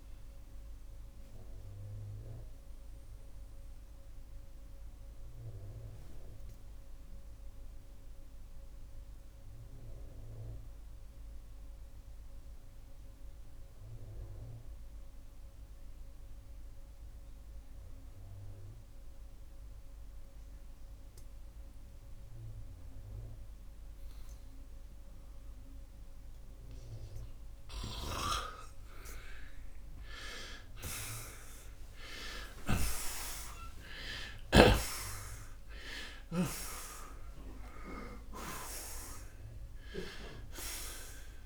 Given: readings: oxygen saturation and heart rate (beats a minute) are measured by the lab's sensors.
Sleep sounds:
breathing in sleep by a room microphone; 1
0.50-27.50 s: obstructive apnea (oxygen 94% before, 86% lowest, heart rate 107 before, 67 extreme)
9.00-24.00 s: oxygen desaturation (device-marked, oxygen 93% before, 87% lowest, heart rate 81 before, 67 extreme)
36.00-41.46 s: new sleep stage, awake
From the record:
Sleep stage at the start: N2 (light sleep); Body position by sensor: on the right side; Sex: male

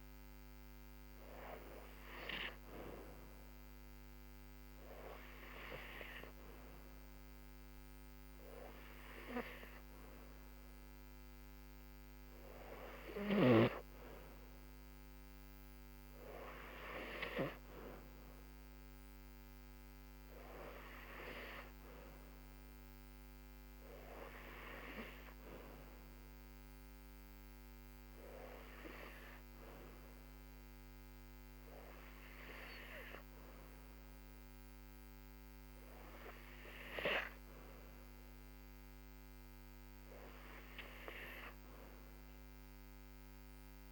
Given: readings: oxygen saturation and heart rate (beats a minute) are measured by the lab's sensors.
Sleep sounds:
breathing in sleep by a microphone on the trachea; none
none scored
From the record:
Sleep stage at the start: N2 (light sleep); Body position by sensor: on the back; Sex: female

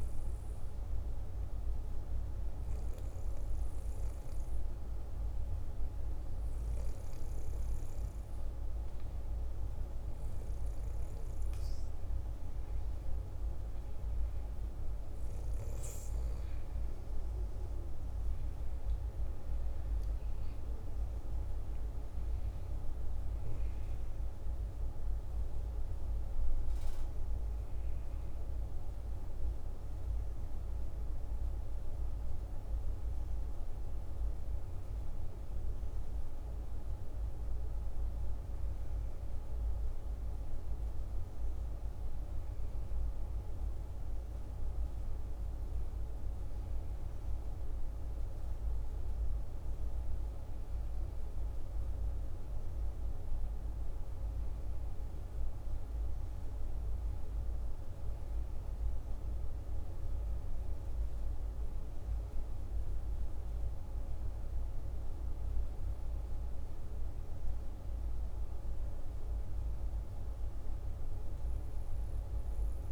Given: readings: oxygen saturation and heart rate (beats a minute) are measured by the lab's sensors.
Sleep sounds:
breathing in sleep, hard to hear, by a room microphone; none
none scored
From the record:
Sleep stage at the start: N2 (light sleep); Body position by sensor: on the back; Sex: male

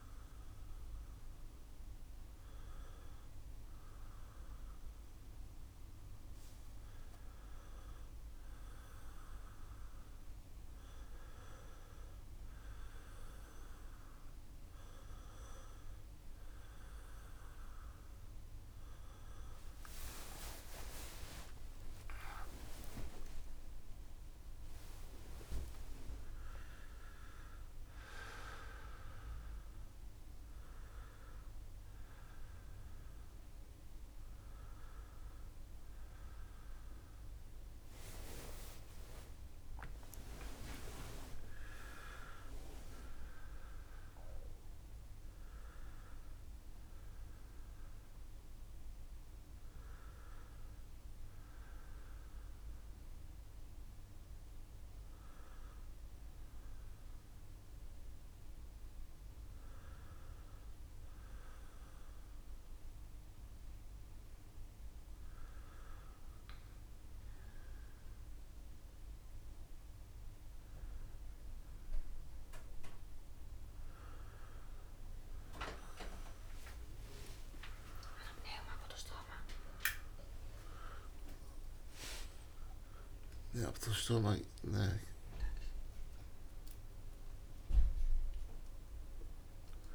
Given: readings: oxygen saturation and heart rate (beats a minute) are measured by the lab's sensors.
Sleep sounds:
breathing in sleep by a room microphone; none
25.00-27.00 s: long interval between heartbeats (device-marked, heart rate 80 before, 110 extreme)
76.50-78.50 s: long interval between heartbeats (device-marked, heart rate 77 before, 84 extreme)
85.00-87.00 s: long interval between heartbeats (device-marked, heart rate 79 before, 114 extreme)
85.50-89.95 s: new sleep stage, awake
From the record:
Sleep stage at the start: N2 (light sleep); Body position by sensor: on the back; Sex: male

